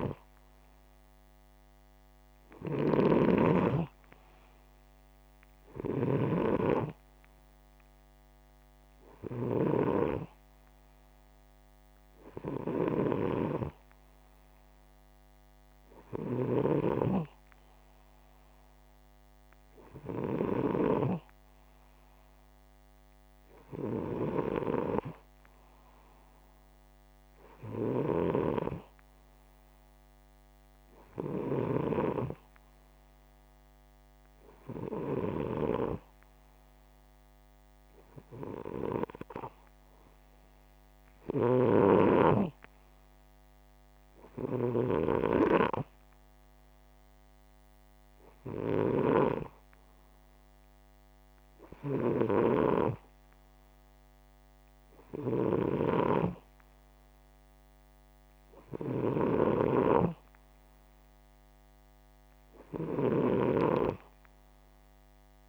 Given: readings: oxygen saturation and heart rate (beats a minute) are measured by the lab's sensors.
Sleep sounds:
breathing in sleep by a microphone on the trachea; none
0.00-6.00 s: snoring (device-marked)
12.00-20.00 s: snoring (device-marked)
27.50-35.00 s: snoring (device-marked)
41.00-65.49 s: snoring (device-marked)
From the record:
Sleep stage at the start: N2 (light sleep); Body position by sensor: upright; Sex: male

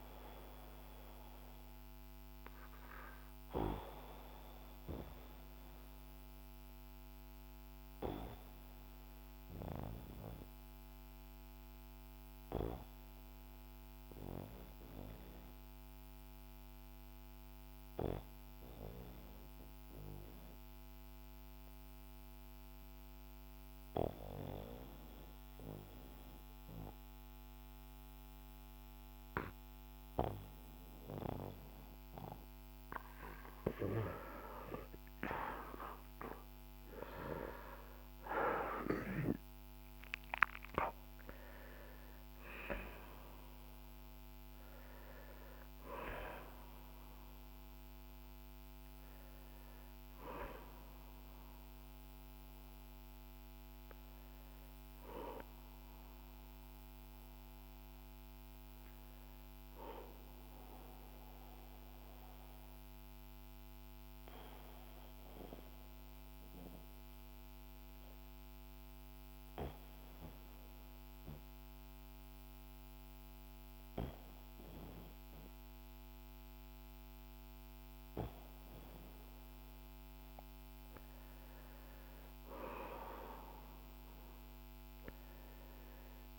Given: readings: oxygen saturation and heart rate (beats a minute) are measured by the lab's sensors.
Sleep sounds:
breathing in sleep by a microphone on the trachea; 2
0.00-24.00 s: oxygen desaturation (device-marked, oxygen 90% lowest, heart rate 48 extreme)
2.00-34.00 s: obstructive apnea (oxygen 97% before, 88% lowest, heart rate 58 before, 48 extreme, up 10 after)
35.50-40.50 s: arousal
36.00-70.00 s: oxygen desaturation (device-marked, oxygen 97% before, 88% lowest, heart rate 53 before, 46 extreme)
60.50-81.50 s: mixed apnea (oxygen 97% before, 88% lowest, heart rate 58 before, 46 extreme, up 12 after)
83.00-86.39 s: arousal
From the record:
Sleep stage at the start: N2 (light sleep); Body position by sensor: on the back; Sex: male

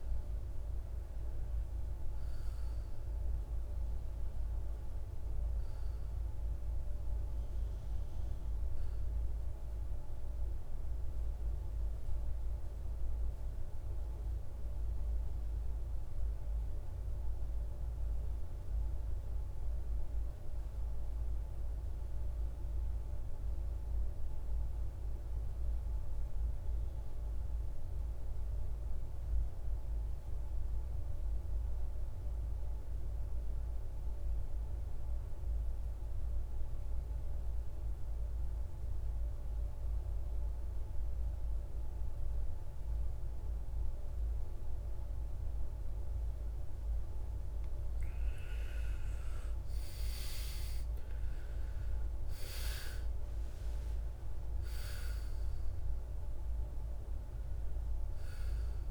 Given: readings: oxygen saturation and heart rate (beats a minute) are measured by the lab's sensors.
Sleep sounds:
breathing in sleep, hard to hear, by a room microphone; 1
0.00-18.00 s: oxygen desaturation (device-marked, oxygen 85% lowest, heart rate 52 extreme)
15.00-47.00 s: mixed apnea (oxygen 98% before, 80% lowest, heart rate 66 before, 52 extreme, up 18 after)
37.00-58.91 s: oxygen desaturation (device-marked, oxygen 99% before, 80% lowest, heart rate 54 before, 53 extreme)
48.50-53.50 s: arousal
From the record:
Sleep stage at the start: N2 (light sleep); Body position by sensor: on the back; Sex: male

